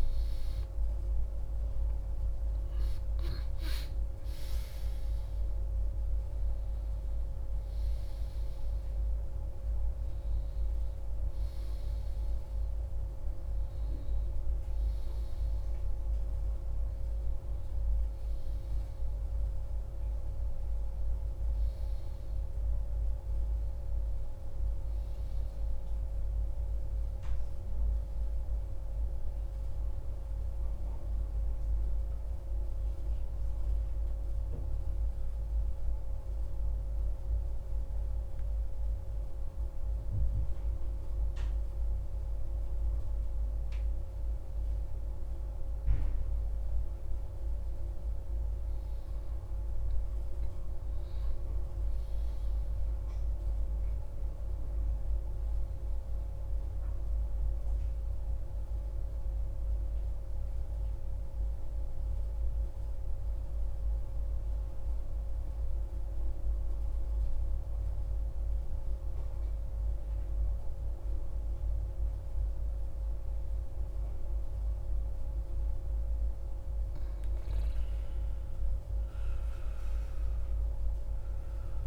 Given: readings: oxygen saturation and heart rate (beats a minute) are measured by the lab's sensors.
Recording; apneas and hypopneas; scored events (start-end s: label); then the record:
breathing in sleep, hard to hear, by a room microphone; 2
0.00-1.00 s: arousal
31.50-42.50 s: central apnea (oxygen 97% before, 92% lowest, heart rate 64 before, 63 extreme, up 1 after)
44.50-47.50 s: arousal
64.50-75.00 s: central apnea (oxygen 97% before, 92% lowest, heart rate 64 before, 62 extreme, up 2 after)
76.50-81.50 s: arousal
From the record:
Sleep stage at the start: N2 (light sleep); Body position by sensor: on the back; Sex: male